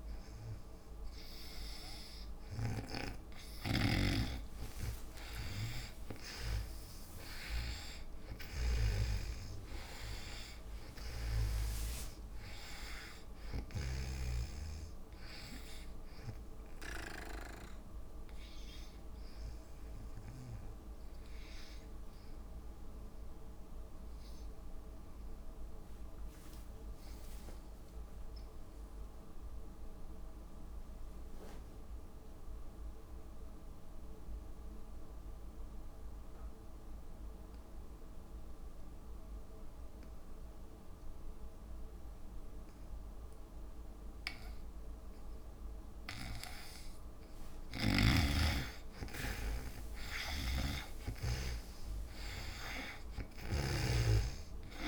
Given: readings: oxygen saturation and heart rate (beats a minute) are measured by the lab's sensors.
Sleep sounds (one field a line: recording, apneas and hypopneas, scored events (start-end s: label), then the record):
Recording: breathing in sleep by a room microphone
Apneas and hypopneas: 1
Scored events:
0.00-14.00 s: snoring (device-marked)
1.00-26.00 s: oxygen desaturation (device-marked, oxygen 97% before, 89% lowest, heart rate 63 before, 54 extreme)
4.50-6.50 s: long interval between heartbeats (device-marked, heart rate 63 before, 74 extreme)
5.50-10.50 s: arousal
12.00-14.00 s: long interval between heartbeats (device-marked, heart rate 68 before, 82 extreme)
25.00-45.50 s: obstructive apnea (oxygen 97% before, 80% lowest, heart rate 72 before, 55 extreme, up 26 after)
27.00-37.00 s: drop in pulse transit time (device-marked, heart rate 70 before, 63 extreme)
27.50-29.50 s: long interval between heartbeats (device-marked, heart rate 70 before, 67 extreme)
35.00-54.88 s: oxygen desaturation (device-marked, oxygen 100% before, 80% lowest, heart rate 65 before, 55 extreme)
47.50-49.50 s: long interval between heartbeats (device-marked, heart rate 65 before, 81 extreme)
48.00-52.50 s: arousal
50.00-54.00 s: snoring (device-marked)
From the record:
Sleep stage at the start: N2 (light sleep)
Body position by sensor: on the back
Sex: female